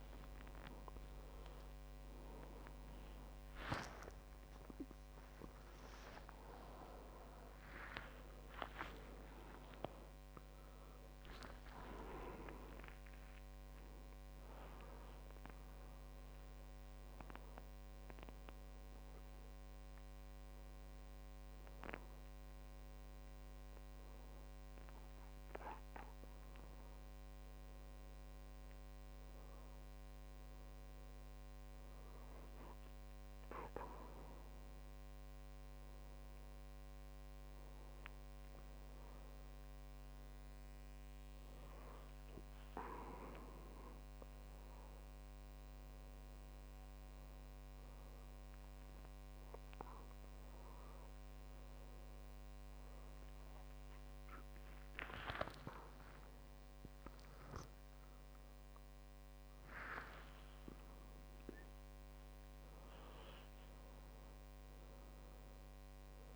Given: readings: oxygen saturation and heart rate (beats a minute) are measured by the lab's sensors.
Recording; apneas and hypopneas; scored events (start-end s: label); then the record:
a person partly awake in a sleep study, by a microphone on the trachea; 1
6.00-8.00 s: long interval between heartbeats (device-marked)
15.00-17.00 s: long interval between heartbeats (device-marked)
17.50-66.36 s: new sleep stage, N2 (light sleep)
18.00-31.50 s: hypopnea (oxygen 97% before, 97% lowest)
26.50-28.50 s: long interval between heartbeats (device-marked)
35.00-38.00 s: arousal
41.50-43.50 s: long interval between heartbeats (device-marked)
49.00-51.00 s: long interval between heartbeats (device-marked)
56.50-61.50 s: arousal
57.00-59.00 s: long interval between heartbeats (device-marked)
From the record:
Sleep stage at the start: awake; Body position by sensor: on the back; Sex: male